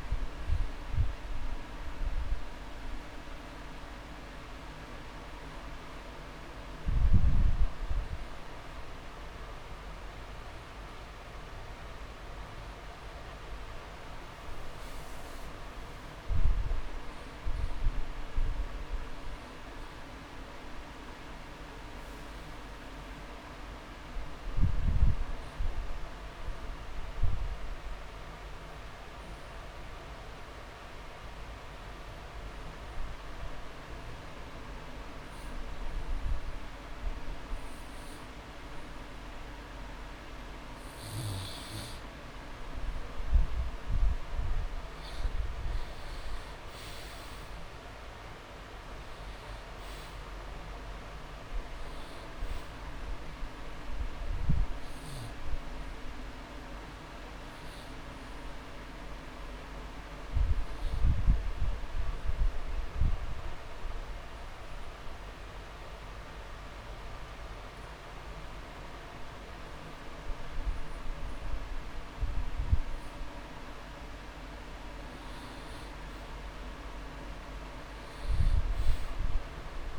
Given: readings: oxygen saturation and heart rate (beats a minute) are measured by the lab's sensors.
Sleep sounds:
breathing in sleep, hard to hear, by a room microphone; 2
0.00-13.50 s: oxygen desaturation (device-marked, oxygen 92% lowest)
9.50-11.50 s: long interval between heartbeats (device-marked)
19.50-23.00 s: arousal
22.50-24.50 s: long interval between heartbeats (device-marked)
26.50-41.00 s: obstructive apnea (oxygen 99% before, 91% lowest)
34.50-36.50 s: long interval between heartbeats (device-marked)
43.50-45.50 s: long interval between heartbeats (device-marked)
45.50-49.00 s: arousal
55.00-57.00 s: long interval between heartbeats (device-marked)
56.50-73.50 s: obstructive apnea (oxygen 99% before, 91% lowest)
69.50-79.99 s: oxygen desaturation (device-marked, oxygen 95% before, 91% lowest)
From the record:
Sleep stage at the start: N2 (light sleep); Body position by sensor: on the back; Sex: male

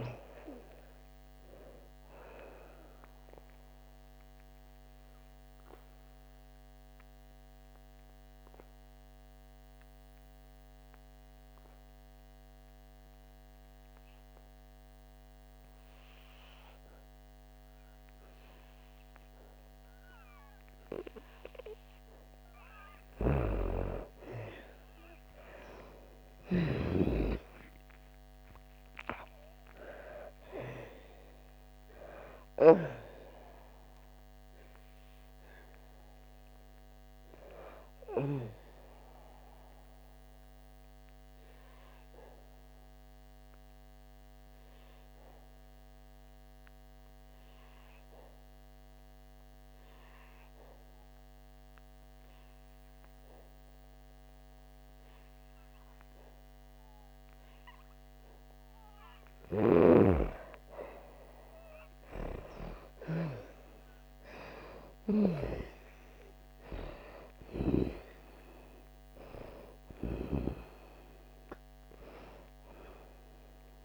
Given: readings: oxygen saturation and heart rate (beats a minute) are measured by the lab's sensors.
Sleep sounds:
breathing in sleep by a microphone on the trachea; 2
0.00-16.00 s: oxygen desaturation (device-marked, oxygen 85% lowest, heart rate 62 extreme)
5.00-21.50 s: obstructive apnea (oxygen 98% before, 82% lowest, heart rate 69 before, 58 extreme, up 7 after)
25.00-56.00 s: oxygen desaturation (device-marked, oxygen 98% before, 82% lowest, heart rate 63 before, 57 extreme)
25.50-31.50 s: arousal
40.00-58.50 s: obstructive apnea (oxygen 98% before, 82% lowest, heart rate 69 before, 57 extreme, up 10 after)
61.00-73.85 s: oxygen desaturation (device-marked, oxygen 98% before, 86% lowest, heart rate 60 before, 56 extreme)
65.00-70.50 s: arousal
From the record:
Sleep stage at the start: N2 (light sleep); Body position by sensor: on the back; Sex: female

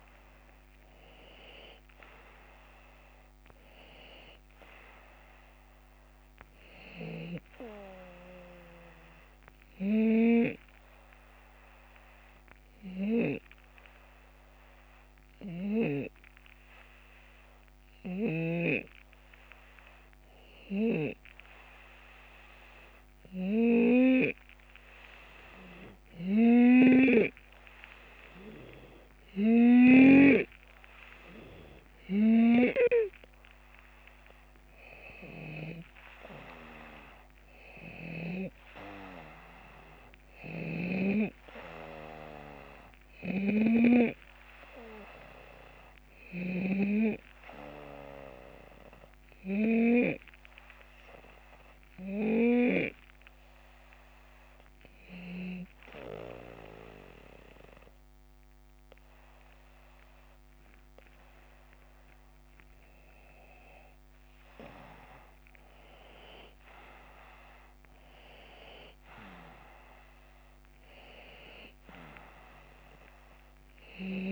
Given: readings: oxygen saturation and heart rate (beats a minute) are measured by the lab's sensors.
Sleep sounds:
breathing in sleep by a microphone on the trachea; 2
0.00-5.50 s: drop in pulse transit time (device-marked, heart rate 73 extreme)
9.50-16.00 s: snoring (device-marked)
10.00-29.00 s: hypopnea (oxygen 93% before, 91% lowest, heart rate 79 before, 71 extreme, up 5 after)
23.00-30.00 s: snoring (device-marked)
32.50-37.00 s: arousal
35.50-50.50 s: drop in pulse transit time (device-marked, heart rate 74 before, 75 extreme)
43.00-46.50 s: snoring (device-marked)
49.00-62.50 s: hypopnea (oxygen 94% before, 91% lowest, heart rate 77 before, 71 extreme, up 8 after)
63.00-67.50 s: arousal
From the record:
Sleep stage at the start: N2 (light sleep); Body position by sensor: on the left side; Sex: male

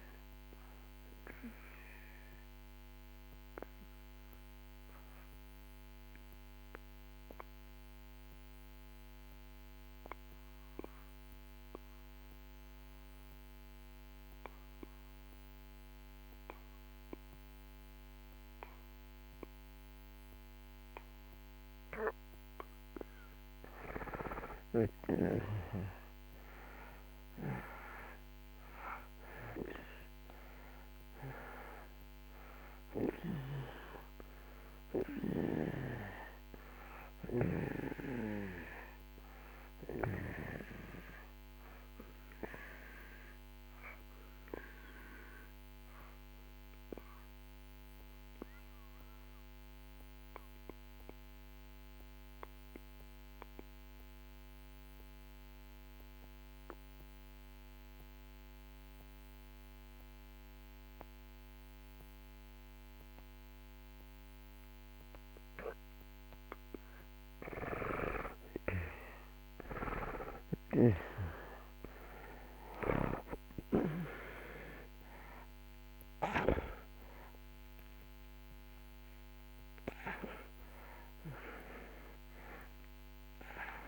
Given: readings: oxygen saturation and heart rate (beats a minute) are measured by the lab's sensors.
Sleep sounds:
breathing in sleep by a microphone on the trachea; 2
0.00-16.50 s: oxygen desaturation (device-marked, oxygen 74% lowest)
6.50-22.50 s: obstructive apnea (oxygen 96% before, 74% lowest)
24.50-29.50 s: arousal
27.50-59.50 s: oxygen desaturation (device-marked, oxygen 97% before, 78% lowest)
43.00-66.50 s: obstructive apnea (oxygen 97% before, 77% lowest)
69.50-83.88 s: oxygen desaturation (device-marked, oxygen 96% before, 89% lowest)
74.00-79.50 s: arousal
From the record:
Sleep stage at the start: N2 (light sleep); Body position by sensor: on the back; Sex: male

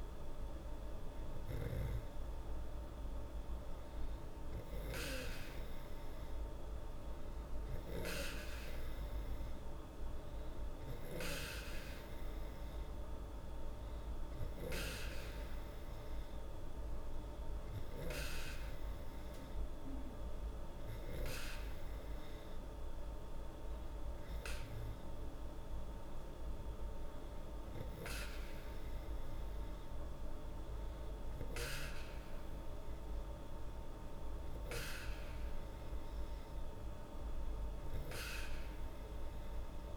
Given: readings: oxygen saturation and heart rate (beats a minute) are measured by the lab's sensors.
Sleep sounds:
breathing in sleep by a room microphone; none
none scored
From the record:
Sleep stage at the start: N2 (light sleep); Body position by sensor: on the back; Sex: female

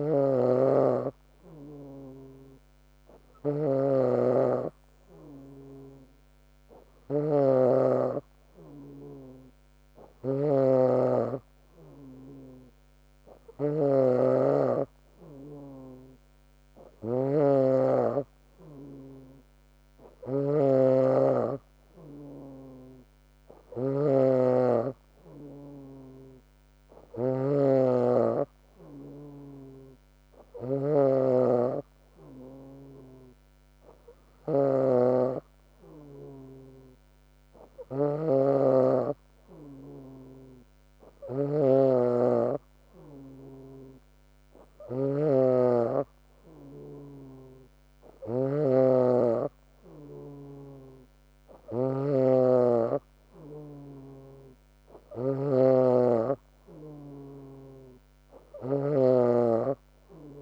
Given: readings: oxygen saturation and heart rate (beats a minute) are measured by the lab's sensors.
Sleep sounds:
a person awake in a sleep study, by a microphone on the trachea; none
17.00-19.00 s: long interval between heartbeats (device-marked, heart rate 78 before, 82 extreme)
20.50-31.50 s: snoring (device-marked)
From the record:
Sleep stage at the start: awake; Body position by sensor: on the back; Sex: female

